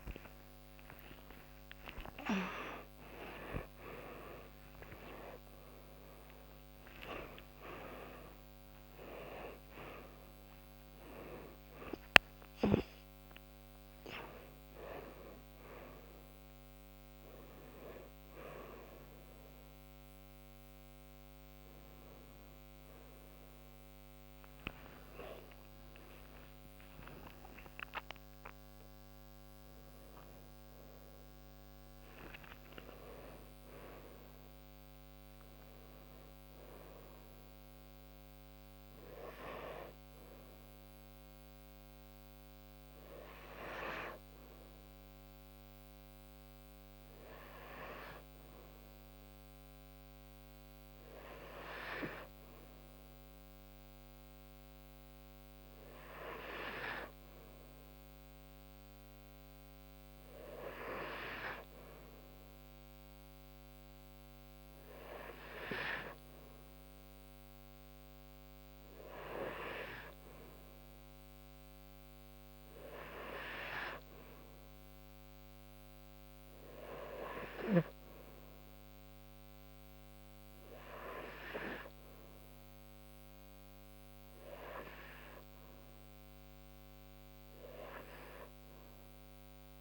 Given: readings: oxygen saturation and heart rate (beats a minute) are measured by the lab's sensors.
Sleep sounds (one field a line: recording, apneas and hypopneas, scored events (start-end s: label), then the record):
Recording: a person partly awake in a sleep study, by a microphone on the trachea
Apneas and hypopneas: none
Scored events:
2.00-32.00 s: new sleep stage, awake
32.00-89.81 s: new sleep stage, N2 (light sleep)
61.00-76.00 s: oxygen desaturation (device-marked, oxygen 96% before, 93% lowest, heart rate 75 before, 74 extreme)
From the record:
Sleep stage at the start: N2 (light sleep)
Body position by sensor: on the right side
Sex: female